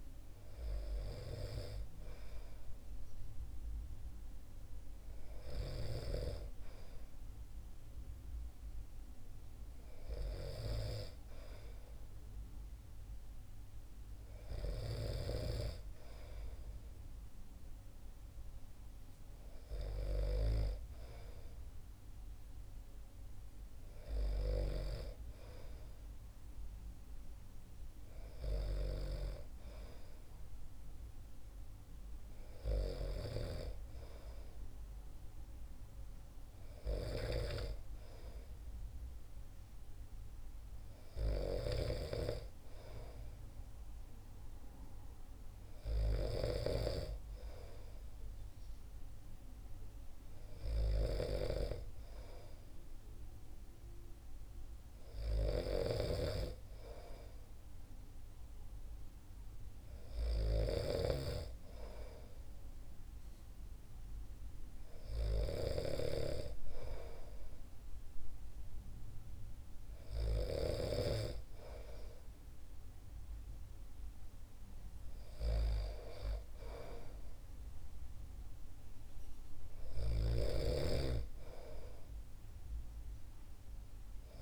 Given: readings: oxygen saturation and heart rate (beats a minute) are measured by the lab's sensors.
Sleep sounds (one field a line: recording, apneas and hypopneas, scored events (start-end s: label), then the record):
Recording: breathing in sleep by a room microphone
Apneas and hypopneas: none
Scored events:
20.00-84.42 s: new sleep stage, N2 (light sleep)
80.00-84.42 s: snoring (device-marked)
From the record:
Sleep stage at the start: N1 (lightest sleep)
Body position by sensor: on the back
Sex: male